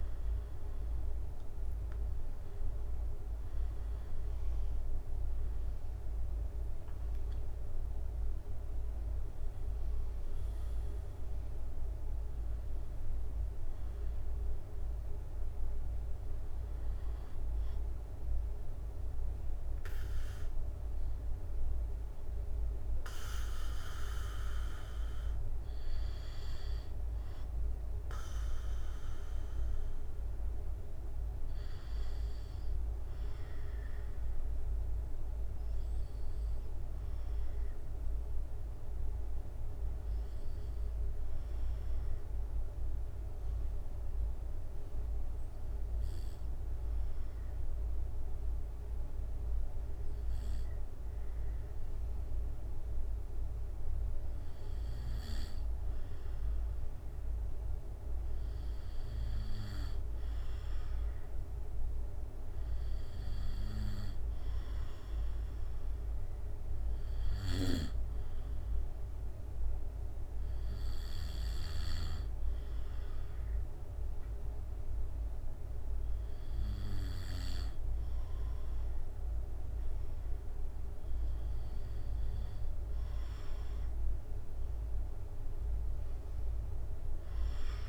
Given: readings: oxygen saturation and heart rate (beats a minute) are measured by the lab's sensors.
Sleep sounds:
breathing in sleep, hard to hear, by a room microphone; 1
0.00-2.50 s: arousal
0.00-9.00 s: oxygen desaturation (device-marked, oxygen 93% lowest, heart rate 69 extreme)
2.00-17.00 s: drop in pulse transit time (device-marked, heart rate 72 before, 76 extreme)
28.00-31.50 s: arousal
33.50-56.00 s: obstructive apnea (oxygen 97% before, 94% lowest, heart rate 75 before, 65 extreme, up 0 after)
58.00-61.50 s: arousal
From the record:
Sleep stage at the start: N2 (light sleep); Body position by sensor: on the back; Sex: male

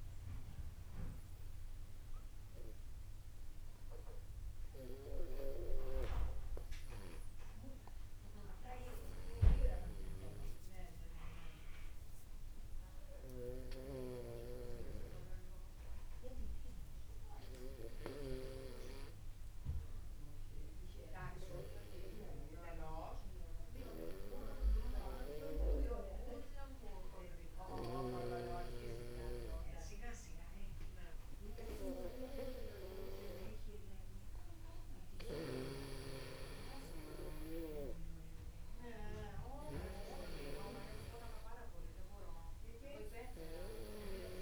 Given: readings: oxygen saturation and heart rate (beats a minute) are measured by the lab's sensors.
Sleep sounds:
breathing in sleep by a room microphone; none
none scored
From the record:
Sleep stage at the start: N2 (light sleep); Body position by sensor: upright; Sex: male

